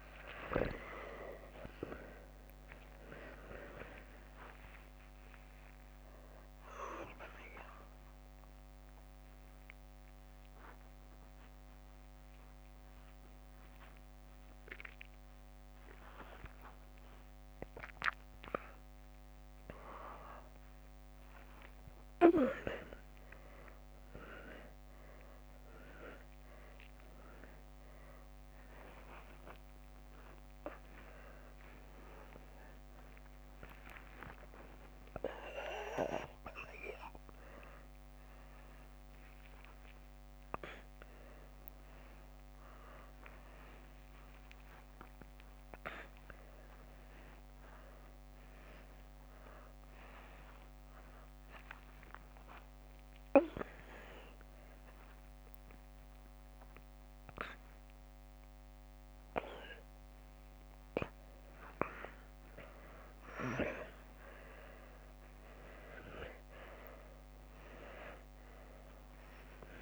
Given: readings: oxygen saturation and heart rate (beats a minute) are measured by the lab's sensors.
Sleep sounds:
a person awake in a sleep study, by a microphone on the trachea; none
2.50-3.50 s: drop in pulse transit time (device-marked, heart rate 77 before, 91 extreme)
3.00-6.50 s: leg movement (device-marked)
8.50-17.50 s: tachycardia (device-marked, heart rate 69 before, 175 extreme)
9.50-21.50 s: drop in pulse transit time (device-marked, heart rate 84 before, 88 extreme)
18.50-20.50 s: tachycardia (device-marked, heart rate 70 before, 135 extreme)
21.50-25.50 s: tachycardia (device-marked, heart rate 70 before, 110 extreme)
28.50-37.50 s: tachycardia (device-marked, heart rate 71 before, 140 extreme)
32.50-38.50 s: drop in pulse transit time (device-marked, heart rate 121 before, 117 extreme)
41.50-67.50 s: tachycardia (device-marked, heart rate 72 before, 188 extreme)
46.50-56.50 s: drop in pulse transit time (device-marked, heart rate 113 before, 113 extreme)
68.50-69.82 s: tachycardia (device-marked, heart rate 77 before, 108 extreme)
From the record:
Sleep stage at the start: awake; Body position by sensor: on the back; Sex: female

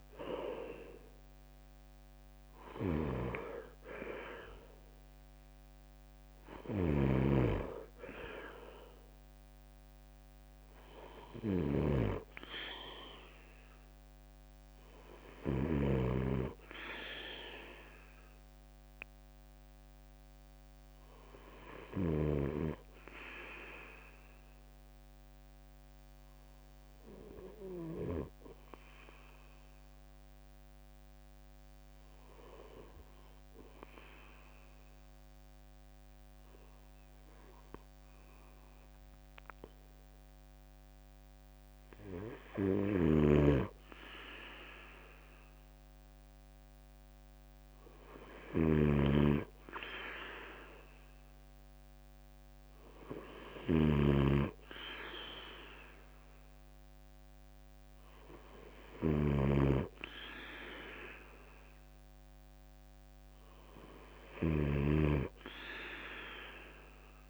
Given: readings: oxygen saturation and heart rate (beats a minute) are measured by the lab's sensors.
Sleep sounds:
breathing in sleep by a microphone on the trachea; 1
2.50-15.50 s: snoring (device-marked)
4.50-8.00 s: arousal
11.00-31.00 s: oxygen desaturation (device-marked, oxygen 92% before, 86% lowest, heart rate 72 before, 67 extreme)
31.00-42.50 s: hypopnea (oxygen 96% before, 93% lowest, heart rate 72 before, 67 extreme, up 0 after)
42.50-64.50 s: snoring (device-marked)
45.00-48.00 s: arousal
From the record:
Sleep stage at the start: N2 (light sleep); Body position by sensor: on the right side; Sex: male

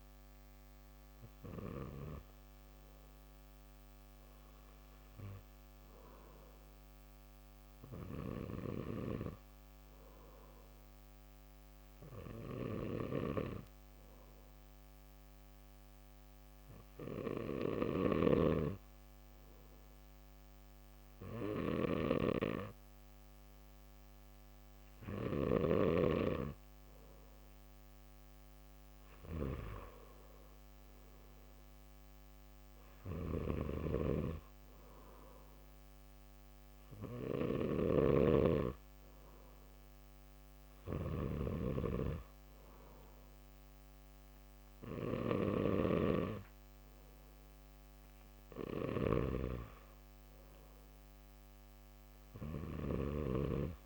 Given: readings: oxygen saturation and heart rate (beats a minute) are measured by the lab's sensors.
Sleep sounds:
breathing in sleep by a microphone on the trachea; 1
4.00-7.50 s: arousal
11.00-27.00 s: obstructive apnea (oxygen 98% before, 95% lowest, heart rate 100 before, 72 extreme)
17.50-25.00 s: snoring (device-marked)
30.00-34.00 s: arousal
32.50-53.86 s: snoring (device-marked)
From the record:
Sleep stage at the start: N2 (light sleep); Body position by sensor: on the back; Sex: male

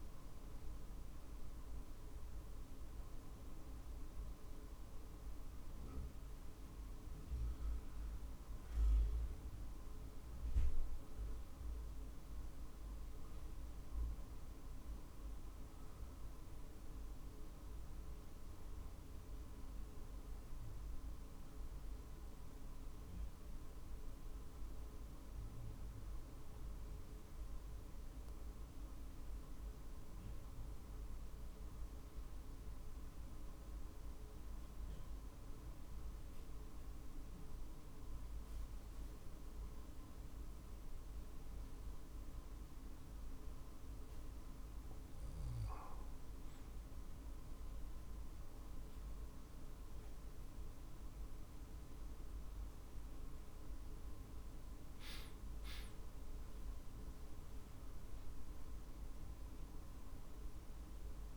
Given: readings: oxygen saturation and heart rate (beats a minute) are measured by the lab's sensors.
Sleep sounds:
breathing in sleep, hard to hear, by a room microphone; 1
19.50-45.00 s: obstructive apnea (oxygen 94% before, 91% lowest, heart rate 47 before, 47 extreme, up 4 after)
46.50-61.37 s: drop in pulse transit time (device-marked, heart rate 48 before, 50 extreme)
51.50-56.00 s: arousal
From the record:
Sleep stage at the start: N2 (light sleep); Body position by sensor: on the back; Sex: male

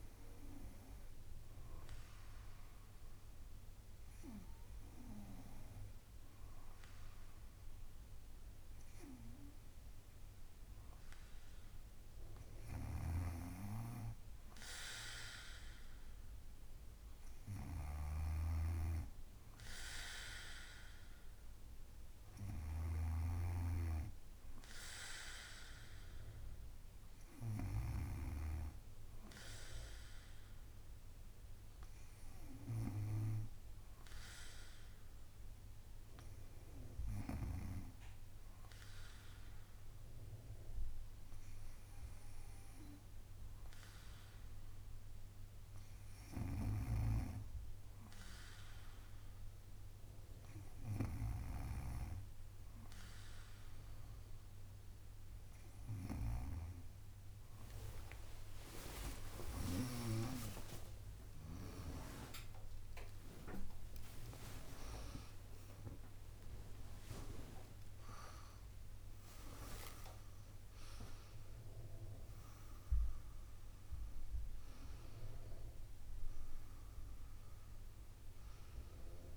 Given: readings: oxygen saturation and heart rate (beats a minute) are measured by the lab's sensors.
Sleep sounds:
a person partly awake in a sleep study, by a room microphone; none
12.50-28.00 s: snoring (device-marked)
30.00-50.00 s: drop in pulse transit time (device-marked, heart rate 62 before, 67 extreme)
46.00-60.00 s: snoring (device-marked)
51.00-79.37 s: new sleep stage, awake
67.00-79.37 s: drop in pulse transit time (device-marked, heart rate 75 before, 77 extreme)
From the record:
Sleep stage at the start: N2 (light sleep); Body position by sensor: on the back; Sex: female

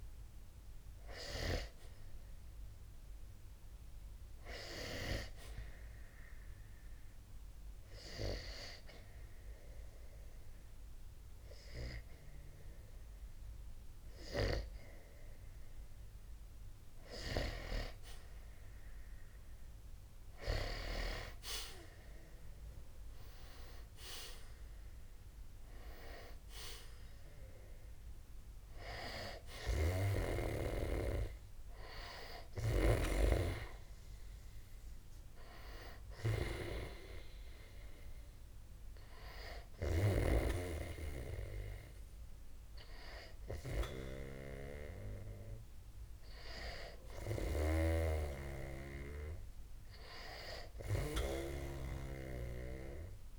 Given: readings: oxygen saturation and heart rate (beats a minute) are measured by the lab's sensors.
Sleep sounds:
breathing in sleep by a room microphone; 1
5.50-16.50 s: obstructive apnea (oxygen 97% before, 89% lowest, heart rate 62 before, 60 extreme, up 0 after)
14.00-44.00 s: oxygen desaturation (device-marked, oxygen 97% before, 89% lowest, heart rate 61 before, 60 extreme)
19.00-22.50 s: arousal
51.50-53.39 s: arousal
From the record:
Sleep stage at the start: N2 (light sleep); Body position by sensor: on the back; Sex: male

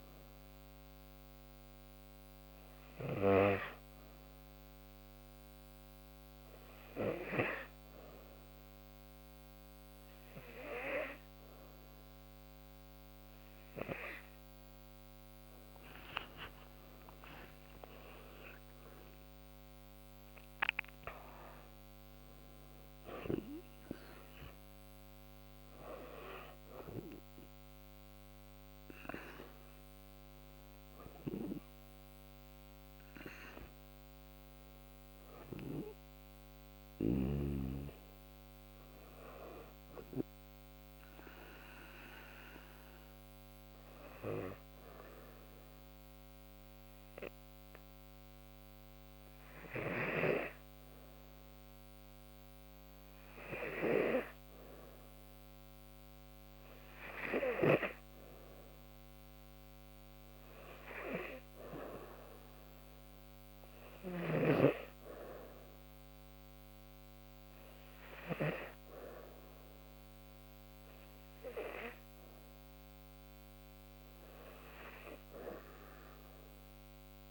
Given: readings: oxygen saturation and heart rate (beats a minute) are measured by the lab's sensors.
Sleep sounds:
breathing in sleep by a microphone on the trachea; 2
1.50-13.50 s: hypopnea (oxygen 98% before, 92% lowest, heart rate 79 before, 71 extreme, up 9 after)
12.50-41.50 s: oxygen desaturation (device-marked, oxygen 98% before, 93% lowest, heart rate 77 before, 71 extreme)
15.50-20.00 s: arousal
42.00-56.00 s: hypopnea (oxygen 97% before, 86% lowest, heart rate 77 before, 73 extreme, up 4 after)
58.50-73.50 s: oxygen desaturation (device-marked, oxygen 97% before, 92% lowest, heart rate 74 before, 75 extreme)
59.00-62.00 s: arousal
From the record:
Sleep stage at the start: N2 (light sleep); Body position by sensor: on the back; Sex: female

